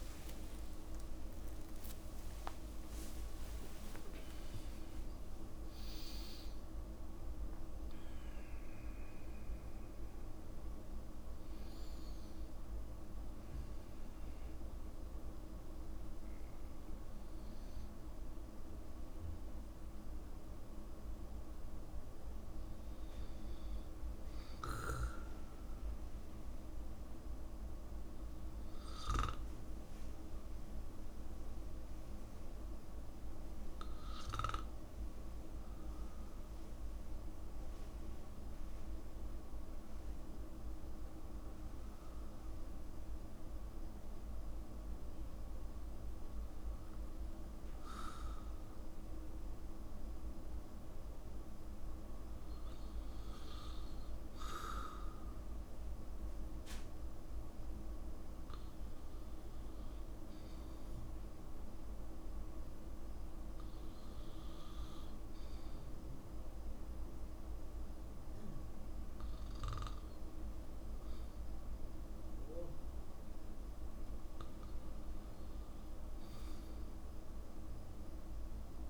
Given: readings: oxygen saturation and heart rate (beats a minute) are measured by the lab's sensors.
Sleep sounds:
breathing in sleep, hard to hear, by a room microphone; none
0.00-3.50 s: arousal
2.00-4.00 s: long interval between heartbeats (device-marked, heart rate 65 before, 80 extreme)
4.50-6.50 s: long interval between heartbeats (device-marked, heart rate 67 before, 97 extreme)
4.50-78.89 s: new sleep stage, N2 (light sleep)
From the record:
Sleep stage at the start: REM sleep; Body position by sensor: on the back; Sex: male

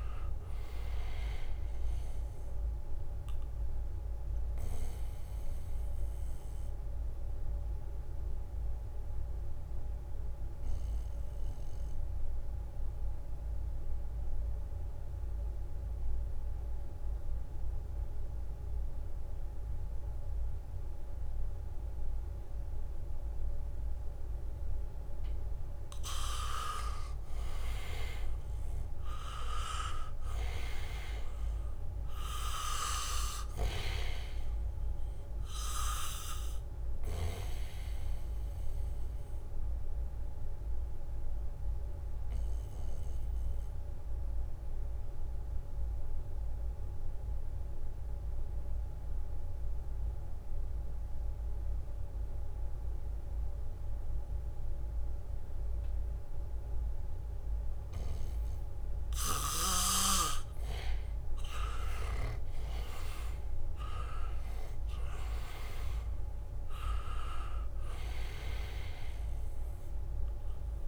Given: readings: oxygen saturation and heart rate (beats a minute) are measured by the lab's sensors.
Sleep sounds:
breathing in sleep by a room microphone; 2
0.00-1.00 s: arousal
0.00-1.50 s: leg movement (device-marked)
0.00-23.50 s: oxygen desaturation (device-marked, oxygen 84% lowest, heart rate 67 extreme)
7.00-25.00 s: central apnea (oxygen 96% before, 82% lowest, heart rate 69 before, 67 extreme, up 2 after)
27.00-30.50 s: arousal
29.50-48.50 s: oxygen desaturation (device-marked, oxygen 98% before, 85% lowest, heart rate 71 before, 67 extreme)
37.50-61.00 s: mixed apnea (oxygen 98% before, 82% lowest, heart rate 71 before, 67 extreme, up 0 after)
49.50-58.00 s: leg movement (device-marked)
60.50-70.88 s: oxygen desaturation (device-marked, oxygen 98% before, 82% lowest, heart rate 72 before, 67 extreme)
63.00-67.50 s: arousal
From the record:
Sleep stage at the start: N2 (light sleep); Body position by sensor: on the back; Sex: male

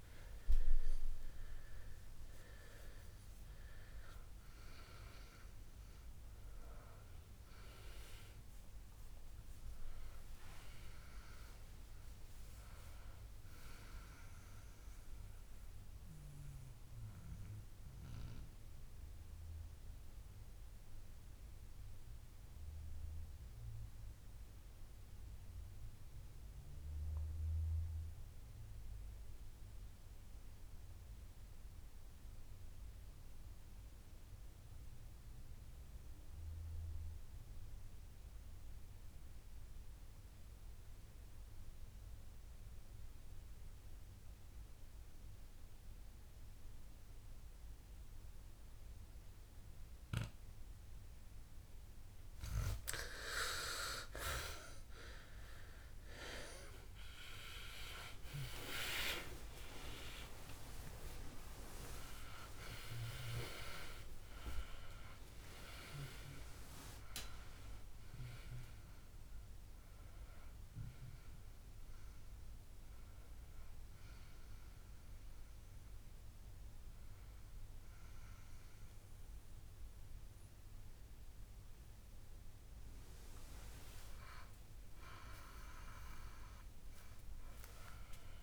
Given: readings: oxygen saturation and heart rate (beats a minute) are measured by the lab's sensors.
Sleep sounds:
breathing in sleep by a room microphone; 2
0.00-23.50 s: oxygen desaturation (device-marked, oxygen 90% lowest, heart rate 57 extreme)
15.00-53.00 s: mixed apnea (oxygen 97% before, 88% lowest, heart rate 74 before, 57 extreme, up 29 after)
43.50-66.50 s: oxygen desaturation (device-marked, oxygen 98% before, 91% lowest, heart rate 59 before, 61 extreme)
56.00-60.50 s: arousal
68.50-84.50 s: oxygen desaturation (device-marked, oxygen 96% before, 88% lowest, heart rate 77 before, 58 extreme)
71.00-83.50 s: hypopnea (oxygen 97% before, 88% lowest, heart rate 79 before, 59 extreme, up 5 after)
79.50-81.50 s: long interval between heartbeats (device-marked, heart rate 81 before, 66 extreme)
86.50-88.42 s: arousal
From the record:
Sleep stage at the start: N2 (light sleep); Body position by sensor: on the back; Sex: male

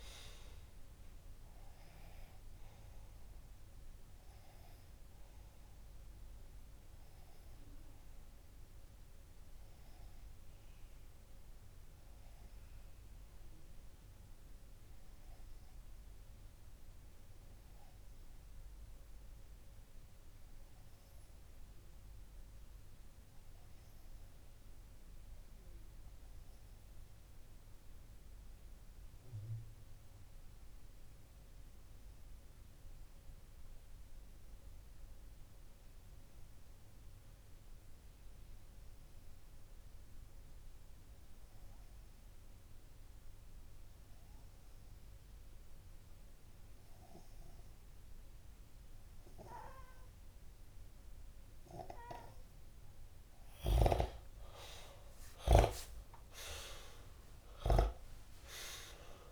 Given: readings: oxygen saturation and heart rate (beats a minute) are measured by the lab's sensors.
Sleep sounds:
breathing in sleep by a room microphone; 1
7.00-52.00 s: obstructive apnea (oxygen 97% before, 90% lowest)
54.50-59.32 s: arousal
54.50-59.32 s: oxygen desaturation (device-marked, oxygen 97% before, 90% lowest)
From the record:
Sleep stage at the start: N2 (light sleep); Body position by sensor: on the left side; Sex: male

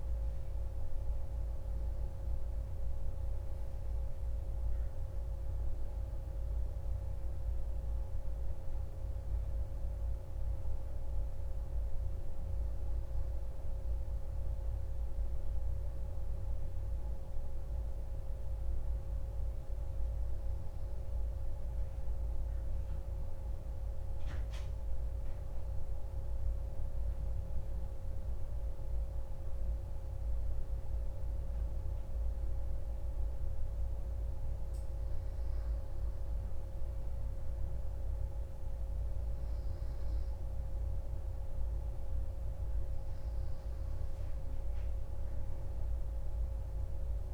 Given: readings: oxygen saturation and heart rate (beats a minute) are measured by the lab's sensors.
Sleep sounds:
breathing in sleep, hard to hear, by a room microphone; 1
16.00-26.00 s: obstructive apnea (oxygen 96% before, 93% lowest, heart rate 33 before, 26 extreme, up 21 after)
28.50-33.50 s: arousal
From the record:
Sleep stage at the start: N1 (lightest sleep); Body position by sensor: on the back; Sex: male

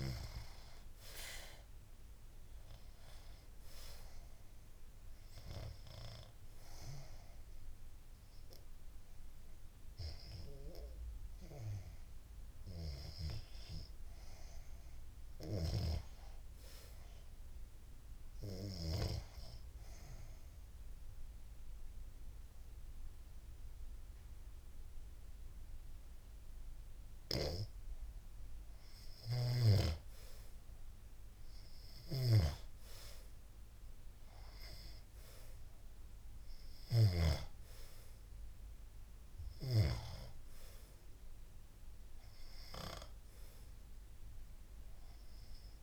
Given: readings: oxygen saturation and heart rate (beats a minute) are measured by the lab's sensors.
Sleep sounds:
breathing in sleep by a room microphone; 1
0.00-14.00 s: oxygen desaturation (device-marked, oxygen 90% lowest, heart rate 77 extreme)
18.00-28.50 s: obstructive apnea (oxygen 94% before, 78% lowest, heart rate 80 before, 76 extreme, up 3 after)
31.50-36.00 s: arousal
34.00-45.83 s: oxygen desaturation (device-marked, oxygen 93% before, 89% lowest, heart rate 79 before, 70 extreme)
From the record:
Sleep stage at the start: REM sleep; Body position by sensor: on the back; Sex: female

